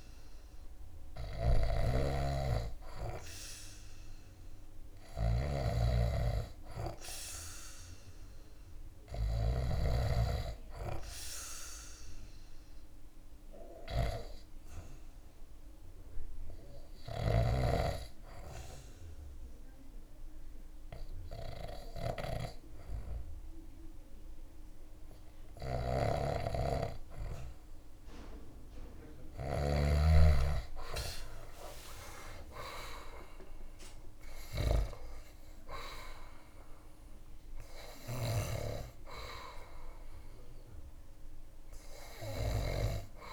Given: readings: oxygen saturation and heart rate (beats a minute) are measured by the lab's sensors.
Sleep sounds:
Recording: breathing in sleep by a room microphone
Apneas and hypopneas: 1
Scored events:
0.00-9.00 s: snoring (device-marked)
15.00-27.50 s: obstructive apnea (oxygen 99% before, 89% lowest)
25.00-34.00 s: snoring (device-marked)
29.50-34.00 s: arousal
42.50-43.33 s: new sleep stage, REM sleep
From the record:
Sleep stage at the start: N2 (light sleep)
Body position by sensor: on the back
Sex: male

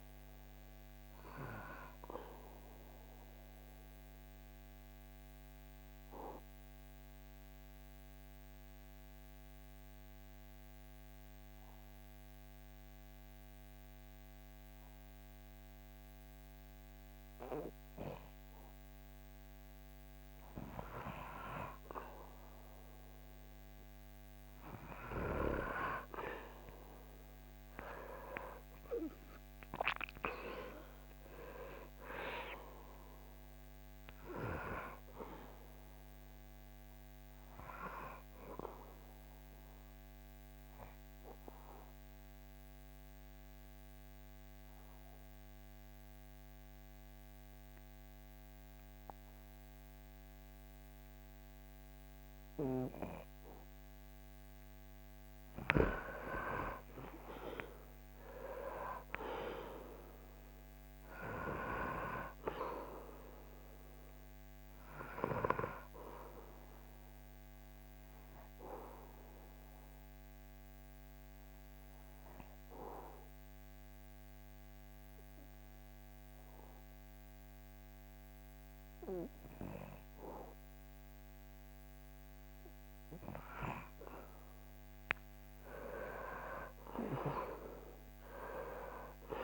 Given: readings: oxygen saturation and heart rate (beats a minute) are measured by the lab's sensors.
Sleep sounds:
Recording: breathing in sleep by a microphone on the trachea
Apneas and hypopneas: 3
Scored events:
3.00-21.50 s: obstructive apnea (oxygen 98% before, 95% lowest, heart rate 67 before, 59 extreme, up 10 after)
24.50-27.00 s: arousal
35.50-57.50 s: oxygen desaturation (device-marked, oxygen 98% before, 95% lowest, heart rate 69 before, 61 extreme)
39.00-54.00 s: obstructive apnea (oxygen 98% before, 95% lowest, heart rate 70 before, 61 extreme, up 15 after)
57.00-60.00 s: arousal
66.00-82.00 s: obstructive apnea (oxygen 99% before, 94% lowest, heart rate 70 before, 61 extreme, up 16 after)
85.00-89.00 s: arousal
From the record:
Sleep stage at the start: N2 (light sleep)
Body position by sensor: on the back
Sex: male

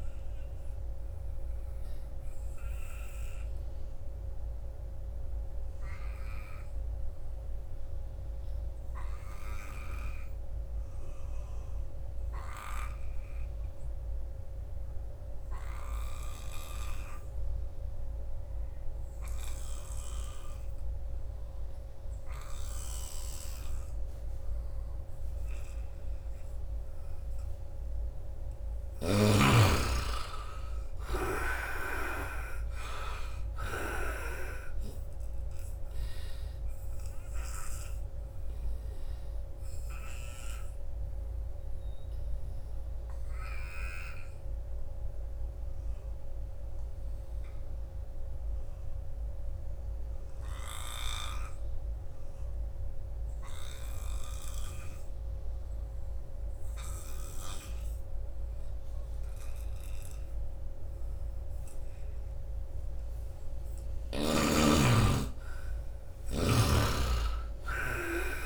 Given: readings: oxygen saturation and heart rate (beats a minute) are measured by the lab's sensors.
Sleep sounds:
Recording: breathing in sleep by a room microphone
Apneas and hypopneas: 2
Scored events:
0.00-15.00 s: oxygen desaturation (device-marked, oxygen 75% lowest, heart rate 64 extreme)
0.50-27.50 s: obstructive apnea (oxygen 98% before, 75% lowest, heart rate 78 before, 64 extreme, up 16 after)
22.50-29.00 s: snoring (device-marked)
28.00-54.00 s: oxygen desaturation (device-marked, oxygen 94% before, 76% lowest, heart rate 76 before, 74 extreme)
29.00-31.50 s: arousal
37.00-62.50 s: obstructive apnea (oxygen 96% before, 76% lowest, heart rate 71 before, 76 extreme, up 8 after)
37.50-39.50 s: long interval between heartbeats (device-marked, heart rate 71 before, 91 extreme)
59.00-68.46 s: oxygen desaturation (device-marked, oxygen 97% before, 76% lowest, heart rate 84 before, 66 extreme)
63.50-67.00 s: arousal
66.00-68.46 s: snoring (device-marked)
From the record:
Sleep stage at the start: N2 (light sleep)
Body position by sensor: on the right side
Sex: male

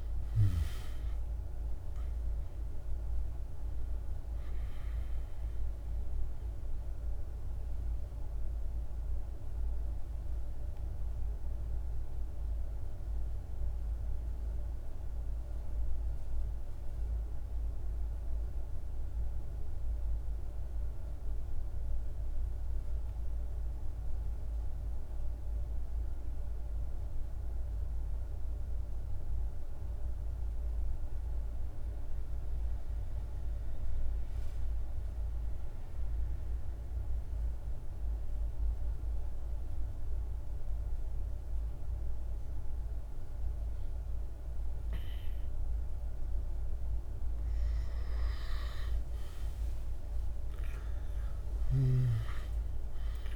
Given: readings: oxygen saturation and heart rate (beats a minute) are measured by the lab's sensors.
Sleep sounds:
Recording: breathing in sleep, hard to hear, by a room microphone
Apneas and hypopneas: 1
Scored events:
0.00-16.50 s: oxygen desaturation (device-marked, oxygen 84% lowest, heart rate 46 extreme)
5.00-46.00 s: mixed apnea (oxygen 98% before, 85% lowest, heart rate 56 before, 46 extreme, up 16 after)
35.50-53.36 s: oxygen desaturation (device-marked, oxygen 99% before, 87% lowest, heart rate 48 before, 48 extreme)
48.50-52.50 s: arousal
50.50-53.36 s: snoring (device-marked)
From the record:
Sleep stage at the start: N2 (light sleep)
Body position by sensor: on the back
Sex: male

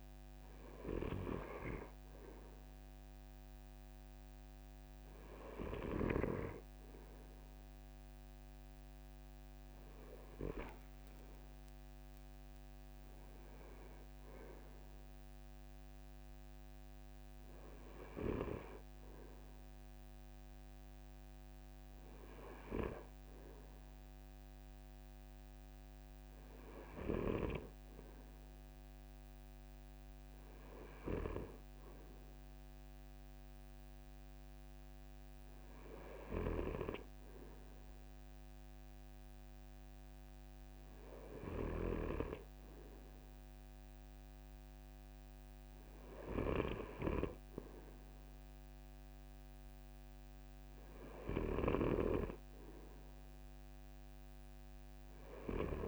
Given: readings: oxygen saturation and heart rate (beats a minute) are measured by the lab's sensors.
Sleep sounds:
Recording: breathing in sleep by a microphone on the trachea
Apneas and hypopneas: none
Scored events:
none scored
From the record:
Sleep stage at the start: N2 (light sleep)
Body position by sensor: on the front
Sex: male

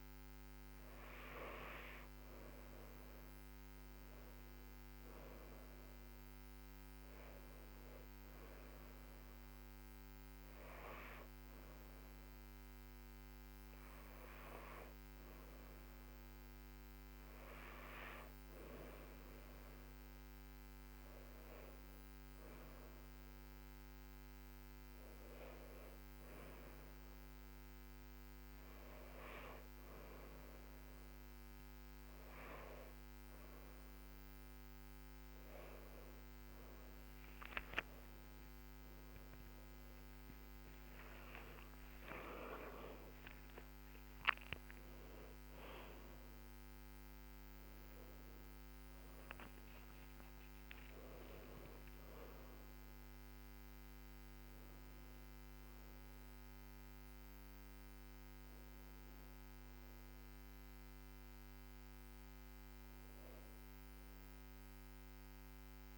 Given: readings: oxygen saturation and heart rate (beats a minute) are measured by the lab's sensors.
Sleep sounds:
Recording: breathing in sleep by a microphone on the trachea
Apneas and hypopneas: none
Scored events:
39.50-44.00 s: arousal
From the record:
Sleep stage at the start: N2 (light sleep)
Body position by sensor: on the back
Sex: female

